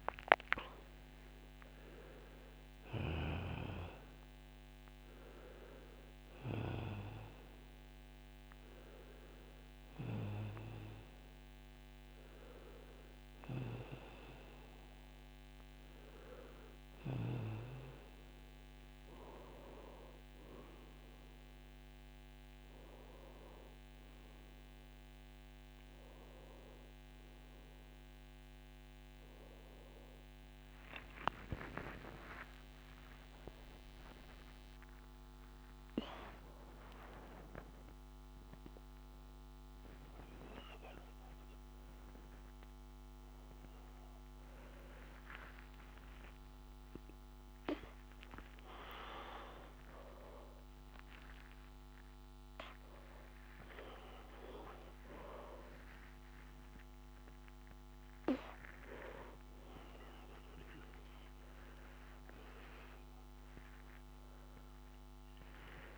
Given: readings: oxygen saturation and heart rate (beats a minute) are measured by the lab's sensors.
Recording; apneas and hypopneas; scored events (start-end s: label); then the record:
a person awake in a sleep study, by a microphone on the trachea; none
26.50-65.98 s: new sleep stage, awake
From the record:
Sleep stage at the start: N2 (light sleep); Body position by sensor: on the right side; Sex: male